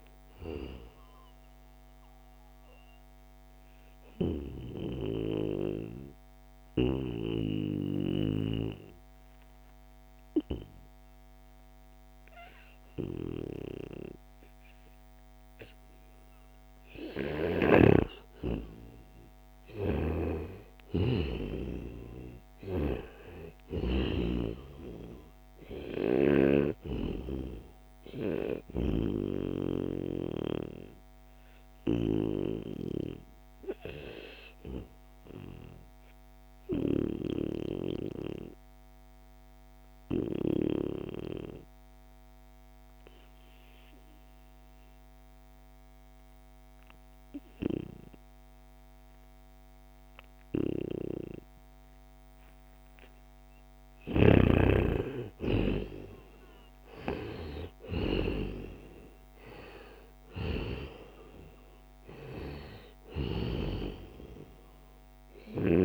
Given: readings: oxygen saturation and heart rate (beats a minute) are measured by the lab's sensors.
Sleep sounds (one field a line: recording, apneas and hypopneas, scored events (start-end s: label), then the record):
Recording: breathing in sleep by a microphone on the trachea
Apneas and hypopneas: 2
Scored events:
0.50-16.00 s: obstructive apnea (oxygen 98% before, 90% lowest, heart rate 78 before, 70 extreme, up 1 after)
18.00-23.50 s: arousal
19.00-26.00 s: snoring (device-marked)
29.00-51.00 s: obstructive apnea (oxygen 98% before, 90% lowest, heart rate 72 before, 66 extreme, up 1 after)
47.00-65.85 s: oxygen desaturation (device-marked, oxygen 95% before, 90% lowest, heart rate 73 before, 60 extreme)
52.50-56.50 s: arousal
53.00-57.50 s: snoring (device-marked)
59.50-63.00 s: snoring (device-marked)
From the record:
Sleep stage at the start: N2 (light sleep)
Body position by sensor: on the back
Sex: male